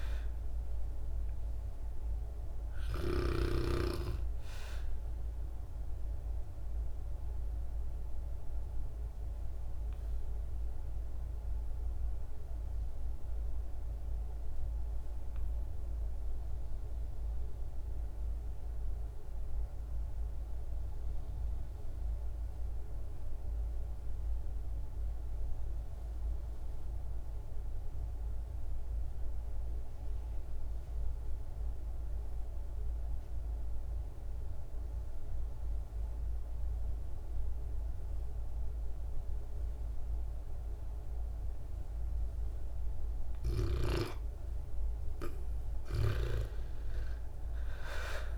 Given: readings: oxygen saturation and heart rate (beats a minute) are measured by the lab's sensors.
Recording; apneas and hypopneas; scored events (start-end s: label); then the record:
breathing in sleep by a room microphone; 1
0.00-18.00 s: oxygen desaturation (device-marked, oxygen 84% lowest, heart rate 48 extreme)
6.00-42.50 s: obstructive apnea (oxygen 98% before, 74% lowest, heart rate 62 before, 48 extreme, up 20 after)
33.00-48.38 s: oxygen desaturation (device-marked, oxygen 98% before, 74% lowest, heart rate 56 before, 48 extreme)
From the record:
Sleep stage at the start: REM sleep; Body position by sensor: on the back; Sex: female